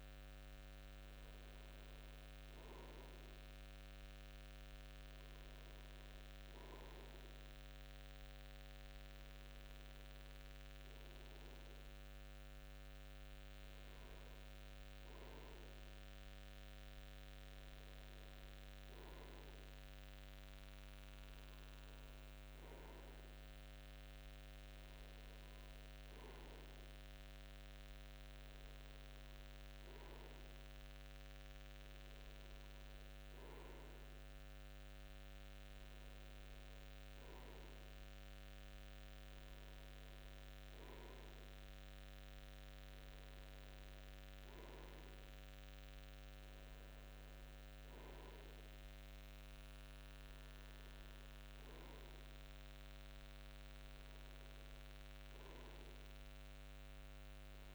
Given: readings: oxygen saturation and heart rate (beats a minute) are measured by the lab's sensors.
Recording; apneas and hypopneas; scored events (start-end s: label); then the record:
breathing in sleep, hard to hear, by a microphone on the trachea; none
none scored
From the record:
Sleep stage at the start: N2 (light sleep); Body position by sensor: on the front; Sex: male